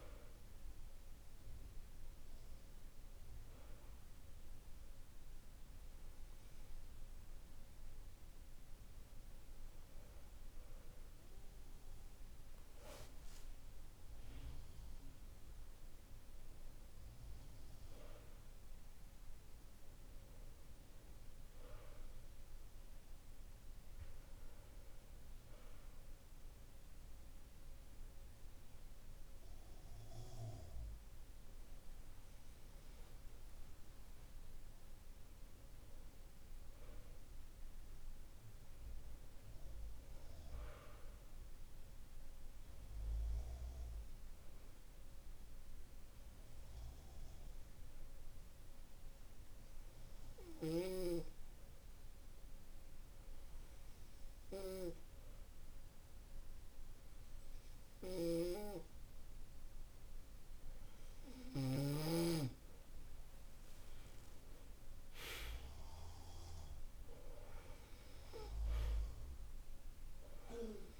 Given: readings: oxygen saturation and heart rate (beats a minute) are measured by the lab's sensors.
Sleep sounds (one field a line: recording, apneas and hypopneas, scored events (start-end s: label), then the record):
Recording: breathing in sleep by a room microphone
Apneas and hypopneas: 2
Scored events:
0.00-7.50 s: oxygen desaturation (device-marked, oxygen 91% lowest, heart rate 49 extreme)
10.50-14.50 s: arousal
22.50-33.50 s: obstructive apnea (oxygen 96% before, 92% lowest, heart rate 52 before, 49 extreme, up 2 after)
36.00-39.50 s: arousal
43.00-60.50 s: obstructive apnea (oxygen 96% before, 92% lowest, heart rate 50 before, 49 extreme, up 10 after)
62.50-66.50 s: arousal
From the record:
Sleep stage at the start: N2 (light sleep)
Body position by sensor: on the back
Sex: male